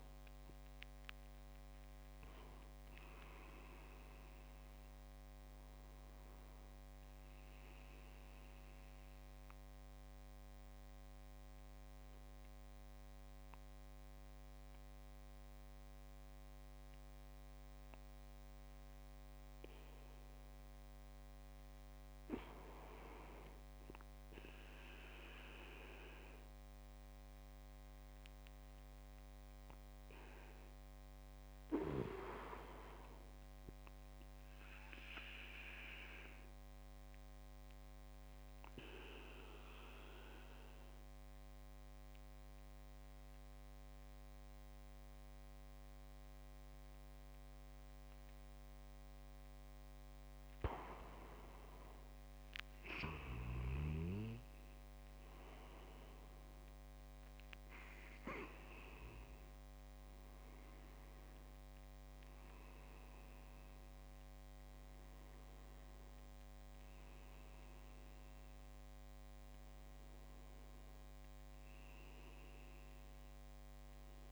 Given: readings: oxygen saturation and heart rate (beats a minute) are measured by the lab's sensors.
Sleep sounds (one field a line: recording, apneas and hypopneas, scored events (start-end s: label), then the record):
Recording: breathing in sleep by a microphone on the trachea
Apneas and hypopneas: 2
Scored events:
0.50-3.50 s: arousal
8.50-22.00 s: mixed apnea (oxygen 96% before, 91% lowest)
24.00-28.00 s: arousal
29.00-38.00 s: oxygen desaturation (device-marked, oxygen 96% before, 93% lowest)
36.50-50.50 s: obstructive apnea (oxygen 96% before, 91% lowest)
53.00-57.50 s: arousal
60.00-74.32 s: oxygen desaturation (device-marked, oxygen 95% before, 91% lowest)
From the record:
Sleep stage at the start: N2 (light sleep)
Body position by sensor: on the back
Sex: male